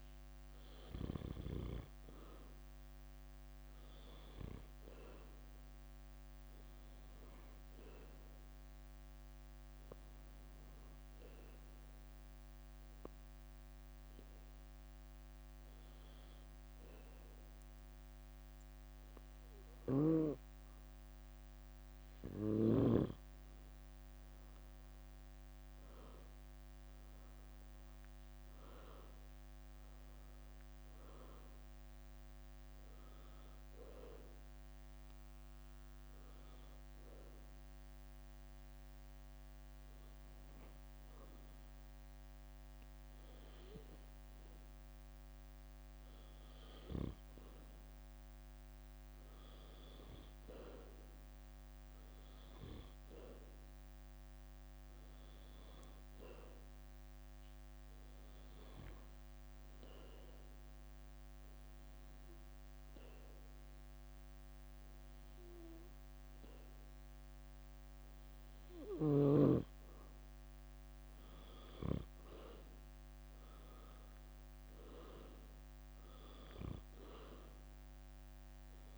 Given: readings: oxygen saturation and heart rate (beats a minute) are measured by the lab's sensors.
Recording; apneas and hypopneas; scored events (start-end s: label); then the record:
breathing in sleep by a microphone on the trachea; 3
2.00-17.00 s: oxygen desaturation (device-marked, oxygen 94% before, 90% lowest, heart rate 70 before, 67 extreme)
10.00-21.00 s: hypopnea (oxygen 94% before, 88% lowest, heart rate 72 before, 67 extreme, up 9 after)
14.00-18.50 s: leg movement (device-marked)
22.00-32.50 s: leg movement (device-marked)
24.50-29.00 s: arousal
27.00-47.00 s: oxygen desaturation (device-marked, oxygen 93% before, 88% lowest, heart rate 70 before, 67 extreme)
34.00-45.00 s: hypopnea (oxygen 93% before, 88% lowest, heart rate 73 before, 67 extreme, up 6 after)
41.00-45.00 s: leg movement (device-marked)
48.50-52.00 s: arousal
48.50-57.00 s: leg movement (device-marked)
58.00-69.50 s: hypopnea (oxygen 96% before, 89% lowest, heart rate 71 before, 62 extreme, up 8 after)
66.00-69.50 s: leg movement (device-marked)
71.00-74.00 s: arousal
72.00-78.98 s: leg movement (device-marked)
77.00-78.98 s: oxygen desaturation (device-marked, oxygen 93% before, 89% lowest, heart rate 71 before, 59 extreme)
From the record:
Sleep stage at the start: N2 (light sleep); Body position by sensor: on the back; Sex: female